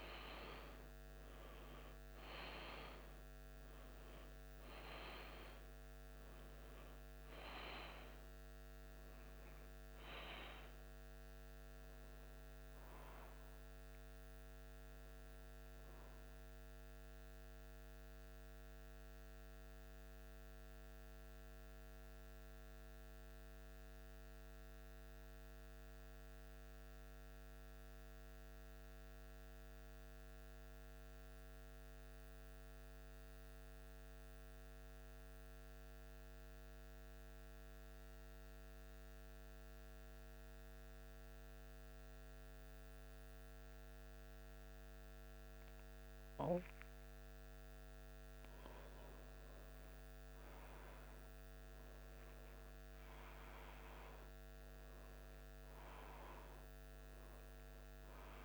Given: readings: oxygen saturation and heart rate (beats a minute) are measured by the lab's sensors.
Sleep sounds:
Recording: breathing in sleep by a microphone on the trachea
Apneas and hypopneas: 1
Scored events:
18.00-47.50 s: central apnea (oxygen 97% before, 93% lowest, heart rate 78 before, 75 extreme, up 1 after)
20.50-58.45 s: new sleep stage, N2 (light sleep)
50.50-54.50 s: arousal
From the record:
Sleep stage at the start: N1 (lightest sleep)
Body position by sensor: on the back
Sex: male

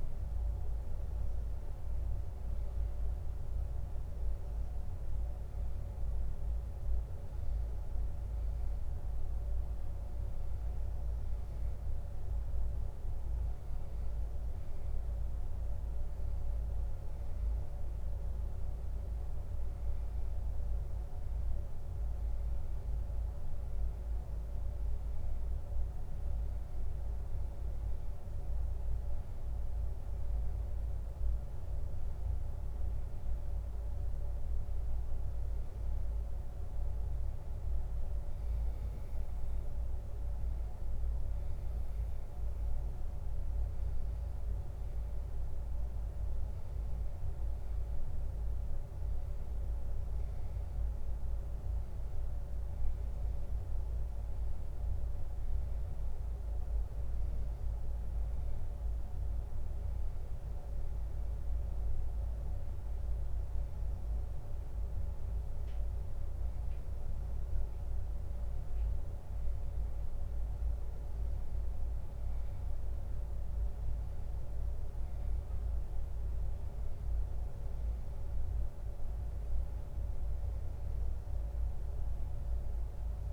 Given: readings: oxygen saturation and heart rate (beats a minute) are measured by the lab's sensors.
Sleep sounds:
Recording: breathing in sleep, hard to hear, by a room microphone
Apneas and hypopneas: none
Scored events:
60.50-83.33 s: new sleep stage, N2 (light sleep)
From the record:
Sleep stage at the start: N1 (lightest sleep)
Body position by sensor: on the back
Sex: male

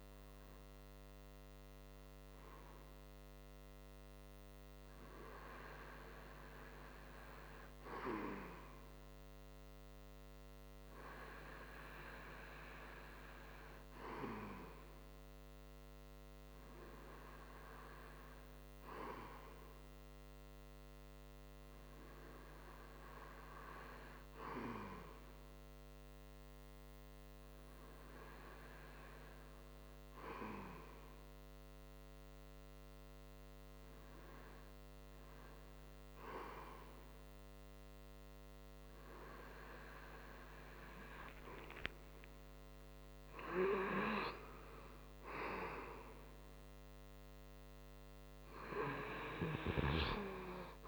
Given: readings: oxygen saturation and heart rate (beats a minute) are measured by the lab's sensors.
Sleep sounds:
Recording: breathing in sleep by a microphone on the trachea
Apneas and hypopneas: none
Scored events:
40.50-44.00 s: arousal
From the record:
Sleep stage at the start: REM sleep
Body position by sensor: on the front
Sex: male

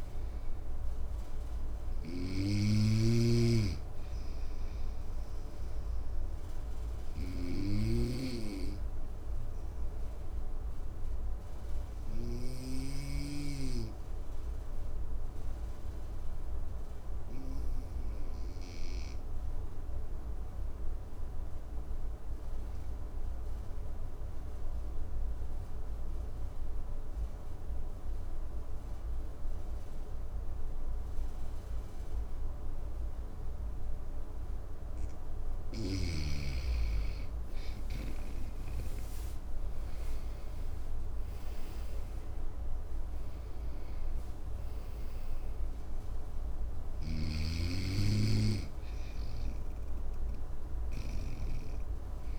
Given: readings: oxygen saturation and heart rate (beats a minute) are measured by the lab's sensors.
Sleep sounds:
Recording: breathing in sleep by a room microphone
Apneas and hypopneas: 1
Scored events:
0.00-13.00 s: snoring (device-marked)
5.50-34.00 s: obstructive apnea (oxygen 95% before, 91% lowest, heart rate 66 before, 51 extreme, up 13 after)
37.00-42.00 s: arousal
39.00-52.39 s: oxygen desaturation (device-marked, oxygen 98% before, 92% lowest, heart rate 52 before, 55 extreme)
46.50-52.39 s: snoring (device-marked)
From the record:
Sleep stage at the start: N2 (light sleep)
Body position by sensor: on the right side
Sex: male

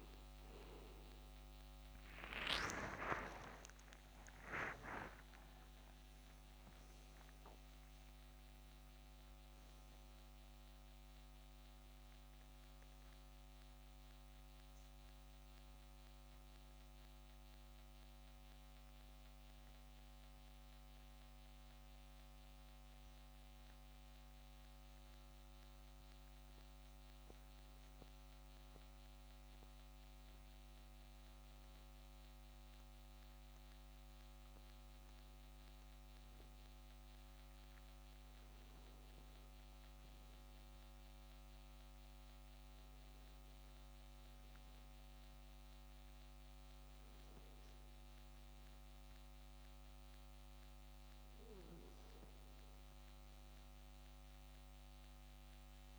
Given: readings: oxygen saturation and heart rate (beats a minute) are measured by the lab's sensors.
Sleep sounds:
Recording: breathing in sleep by a microphone on the trachea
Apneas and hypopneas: none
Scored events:
0.50-4.50 s: arousal
From the record:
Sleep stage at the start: N2 (light sleep)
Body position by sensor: on the back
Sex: male

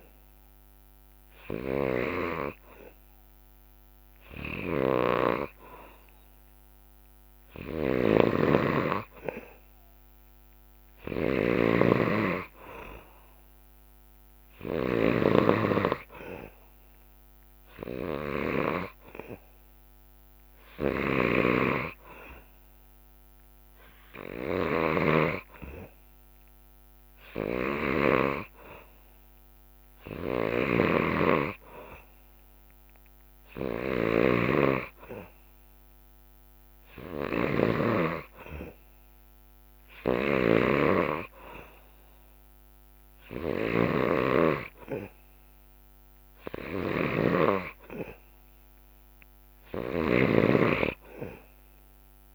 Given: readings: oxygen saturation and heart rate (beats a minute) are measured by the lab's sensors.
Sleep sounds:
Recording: breathing in sleep by a microphone on the trachea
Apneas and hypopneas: none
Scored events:
0.00-6.50 s: drop in pulse transit time (device-marked, heart rate 67 extreme)
7.50-18.50 s: snoring (device-marked)
20.50-28.00 s: snoring (device-marked)
30.00-52.34 s: snoring (device-marked)
From the record:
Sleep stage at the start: N2 (light sleep)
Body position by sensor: on the back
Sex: male

